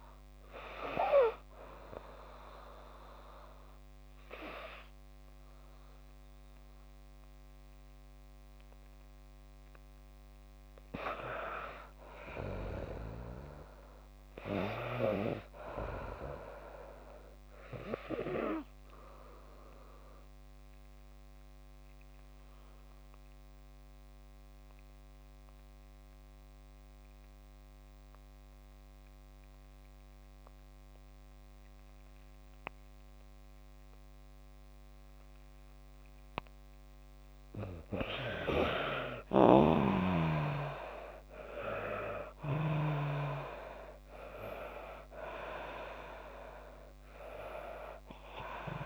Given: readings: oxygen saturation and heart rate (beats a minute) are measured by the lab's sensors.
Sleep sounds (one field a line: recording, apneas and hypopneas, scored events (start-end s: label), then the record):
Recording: breathing in sleep by a microphone on the trachea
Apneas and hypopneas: 1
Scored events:
0.00-13.50 s: oxygen desaturation (device-marked, oxygen 80% lowest)
12.50-15.50 s: arousal
17.00-36.00 s: obstructive apnea (oxygen 99% before, 85% lowest)
27.50-37.50 s: oxygen desaturation (device-marked, oxygen 99% before, 93% lowest)
36.50-40.00 s: arousal
42.50-48.86 s: oxygen desaturation (device-marked, oxygen 95% before, 85% lowest)
From the record:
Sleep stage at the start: N2 (light sleep)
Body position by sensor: on the back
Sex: female